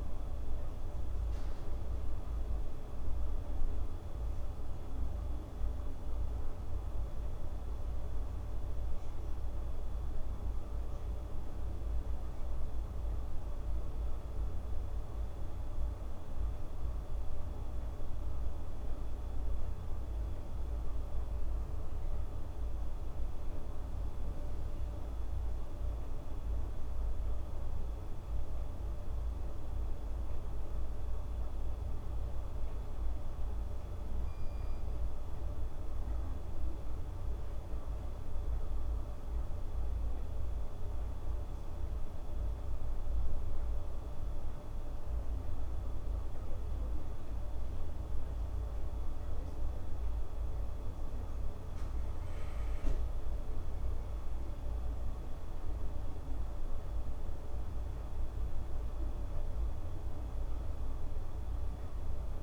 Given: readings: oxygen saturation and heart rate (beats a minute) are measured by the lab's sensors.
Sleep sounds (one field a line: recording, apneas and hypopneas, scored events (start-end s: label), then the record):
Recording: breathing in sleep, hard to hear, by a room microphone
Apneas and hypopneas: none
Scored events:
none scored
From the record:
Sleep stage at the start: N2 (light sleep)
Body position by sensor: on the back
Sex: female